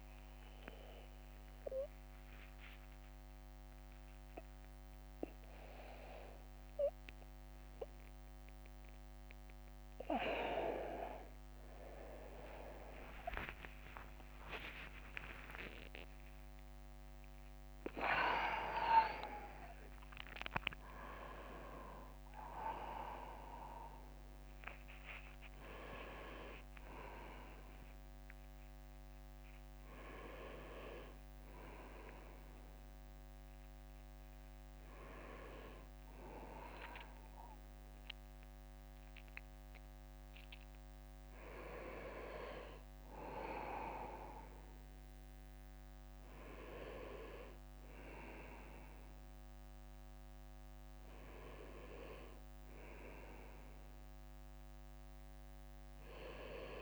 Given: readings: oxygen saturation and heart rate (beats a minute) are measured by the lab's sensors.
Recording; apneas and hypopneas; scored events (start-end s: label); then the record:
a person awake in a sleep study, by a microphone on the trachea; none
0.00-4.00 s: tachycardia (device-marked, heart rate 119 extreme)
0.00-7.50 s: leg movement (device-marked)
0.50-2.50 s: long interval between heartbeats (device-marked, heart rate 63 before, 96 extreme)
2.00-26.00 s: drop in pulse transit time (device-marked, heart rate 67 before, 73 extreme)
11.50-13.50 s: long interval between heartbeats (device-marked, heart rate 83 before, 79 extreme)
12.00-16.00 s: tachycardia (device-marked, heart rate 62 before, 108 extreme)
12.00-42.00 s: new sleep stage, awake
15.00-17.00 s: long interval between heartbeats (device-marked, heart rate 88 before, 108 extreme)
25.50-27.50 s: leg movement (device-marked)
29.00-34.00 s: oxygen desaturation (device-marked, oxygen 100% before, 96% lowest, heart rate 87 before, 63 extreme)
31.50-33.50 s: leg movement (device-marked)
35.50-42.00 s: leg movement (device-marked)
42.00-56.82 s: new sleep stage, N1 (lightest sleep)
From the record:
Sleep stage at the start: N1 (lightest sleep); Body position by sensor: on the right side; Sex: male